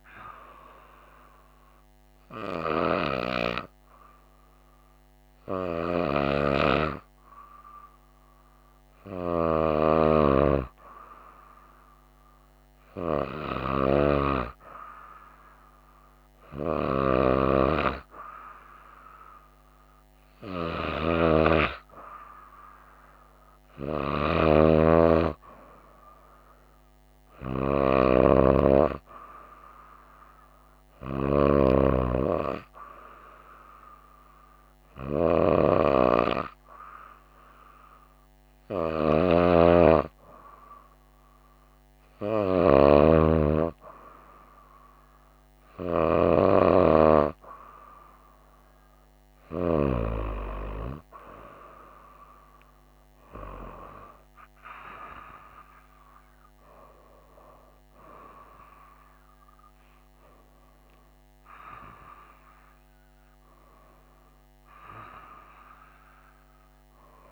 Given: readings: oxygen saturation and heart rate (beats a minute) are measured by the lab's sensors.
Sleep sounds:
breathing in sleep by a microphone on the trachea; none
none scored
From the record:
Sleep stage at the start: N2 (light sleep); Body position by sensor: on the right side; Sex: female

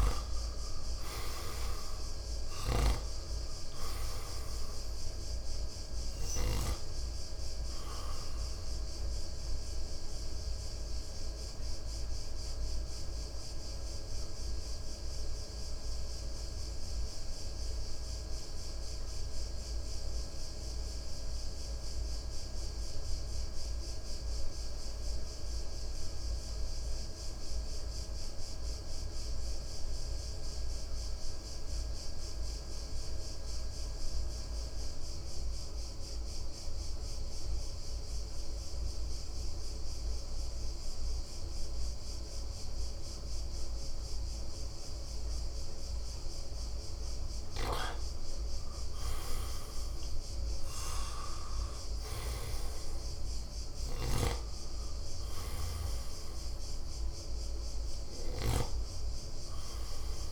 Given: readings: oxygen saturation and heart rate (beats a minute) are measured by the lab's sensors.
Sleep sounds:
breathing in sleep by a room microphone; 1
0.00-2.50 s: arousal
0.00-25.50 s: oxygen desaturation (device-marked, oxygen 82% lowest, heart rate 56 extreme)
9.50-47.00 s: mixed apnea (oxygen 95% before, 82% lowest, heart rate 65 before, 56 extreme, up 9 after)
48.50-60.32 s: oxygen desaturation (device-marked, oxygen 95% before, 86% lowest, heart rate 59 before, 57 extreme)
49.50-53.50 s: arousal
From the record:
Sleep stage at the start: N2 (light sleep); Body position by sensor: on the right side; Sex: male

